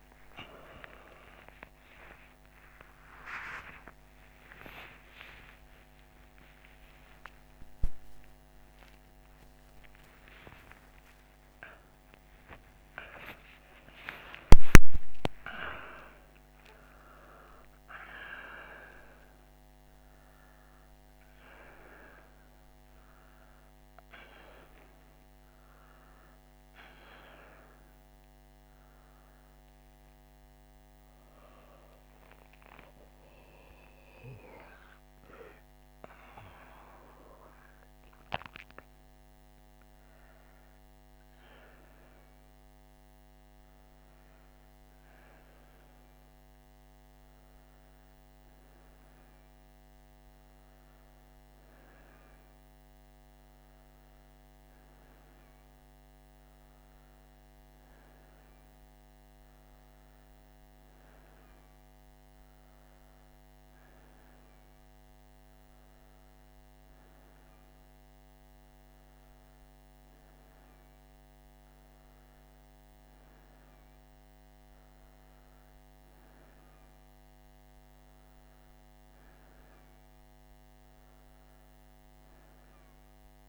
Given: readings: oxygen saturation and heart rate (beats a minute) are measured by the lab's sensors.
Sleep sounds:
a person awake in a sleep study, by a microphone on the trachea; none
51.00-83.48 s: new sleep stage, N1 (lightest sleep)
From the record:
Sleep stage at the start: awake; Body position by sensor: on the right side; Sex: female

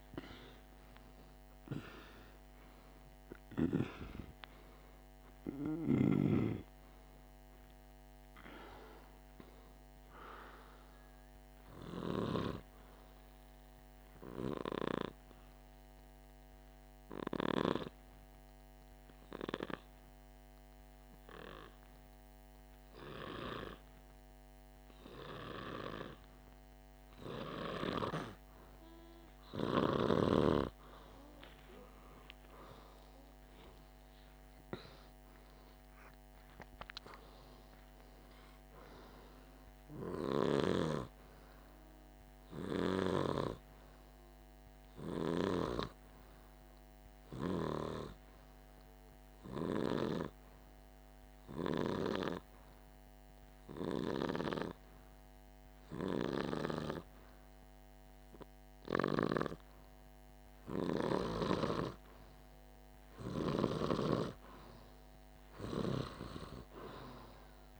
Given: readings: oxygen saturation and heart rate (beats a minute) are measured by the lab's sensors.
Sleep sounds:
breathing in sleep by a microphone on the trachea; 2
4.50-9.50 s: oxygen desaturation (device-marked, oxygen 98% before, 94% lowest, heart rate 53 before, 49 extreme)
11.50-21.50 s: oxygen desaturation (device-marked, oxygen 98% before, 95% lowest, heart rate 54 before, 49 extreme)
14.50-28.50 s: obstructive apnea (oxygen 98% before, 91% lowest, heart rate 54 before, 49 extreme, up 2 after)
32.50-37.00 s: arousal
39.50-41.50 s: oxygen desaturation (device-marked, oxygen 97% before, 94% lowest, heart rate 50 before, 49 extreme)
44.50-60.00 s: hypopnea (oxygen 98% before, 94% lowest, heart rate 51 before, 49 extreme, up 0 after)
From the record:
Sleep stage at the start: N2 (light sleep); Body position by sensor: on the back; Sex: male

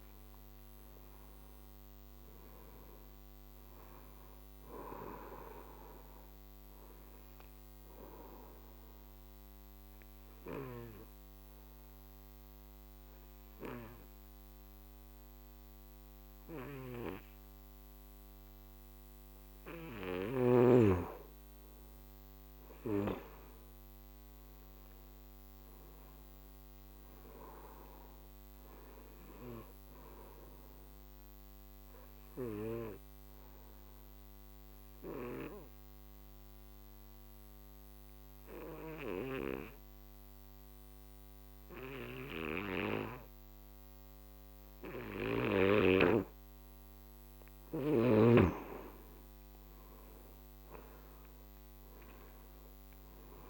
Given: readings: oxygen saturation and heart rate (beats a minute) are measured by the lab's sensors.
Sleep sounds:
breathing in sleep by a microphone on the trachea; 2
7.00-19.00 s: obstructive apnea (oxygen 98% before, 88% lowest, heart rate 57 before, 46 extreme, up 23 after)
7.50-23.50 s: oxygen desaturation (device-marked, oxygen 98% before, 89% lowest, heart rate 58 before, 46 extreme)
16.50-20.50 s: snoring (device-marked)
24.00-27.50 s: arousal
31.50-46.50 s: obstructive apnea (oxygen 98% before, 88% lowest, heart rate 56 before, 49 extreme, up 21 after)
34.50-45.50 s: oxygen desaturation (device-marked, oxygen 98% before, 92% lowest, heart rate 56 before, 49 extreme)
48.50-51.50 s: arousal
51.50-53.50 s: oxygen desaturation (device-marked, oxygen 97% before, 88% lowest, heart rate 53 before, 49 extreme)
From the record:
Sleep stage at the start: N2 (light sleep); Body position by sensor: on the back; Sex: male

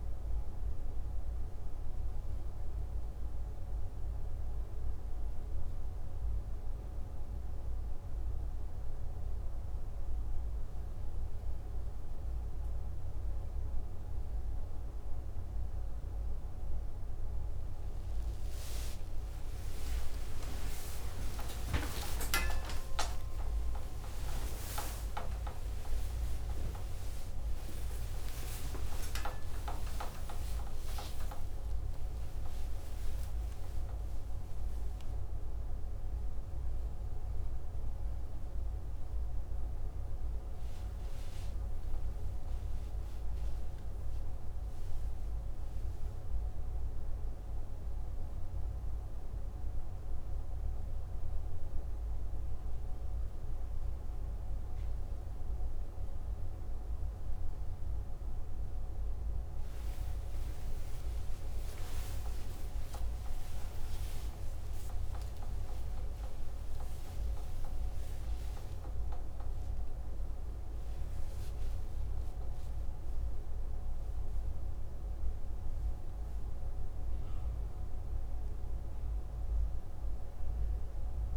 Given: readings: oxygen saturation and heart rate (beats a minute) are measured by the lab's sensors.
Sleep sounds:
a person awake in a sleep study, by a room microphone; none
20.50-80.50 s: new sleep stage, awake
23.00-25.00 s: long interval between heartbeats (device-marked, heart rate 62 before, 90 extreme)
30.00-32.00 s: long interval between heartbeats (device-marked, heart rate 85 before, 193 extreme)
63.00-65.00 s: long interval between heartbeats (device-marked, heart rate 64 before, 74 extreme)
65.00-67.00 s: long interval between heartbeats (device-marked, heart rate 65 before, 87 extreme)
80.50-81.37 s: new sleep stage, N1 (lightest sleep)
From the record:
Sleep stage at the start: N2 (light sleep); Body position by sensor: on the left side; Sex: male

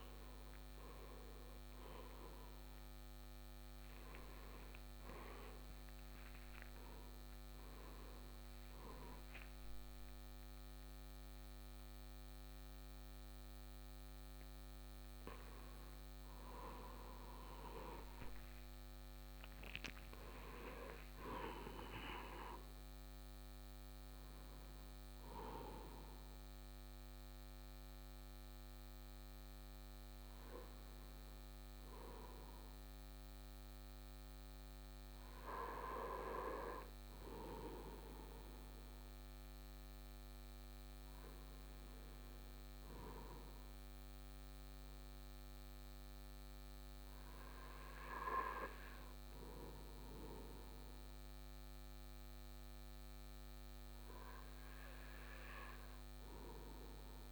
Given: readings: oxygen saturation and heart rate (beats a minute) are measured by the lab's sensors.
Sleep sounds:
a person awake in a sleep study, by a microphone on the trachea; none
4.50-34.50 s: new sleep stage, awake
34.50-57.32 s: new sleep stage, N2 (light sleep)
From the record:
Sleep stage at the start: N2 (light sleep); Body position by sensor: on the right side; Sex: male

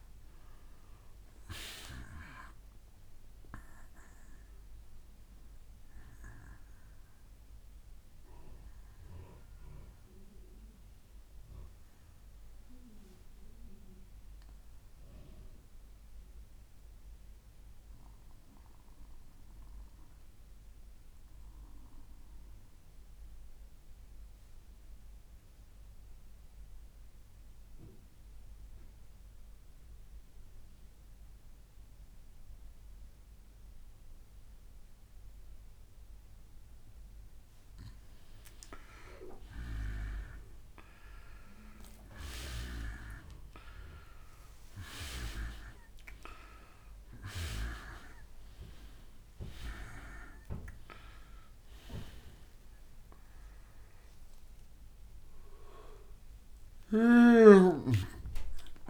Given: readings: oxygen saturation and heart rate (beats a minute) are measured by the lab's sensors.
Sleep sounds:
breathing in sleep by a room microphone; 1
7.50-34.50 s: obstructive apnea (oxygen 97% before, 85% lowest, heart rate 66 before, 63 extreme, up 3 after)
33.00-58.90 s: oxygen desaturation (device-marked, oxygen 96% before, 85% lowest, heart rate 64 before, 63 extreme)
48.50-54.00 s: arousal
From the record:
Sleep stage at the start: N2 (light sleep); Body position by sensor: on the back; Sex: male

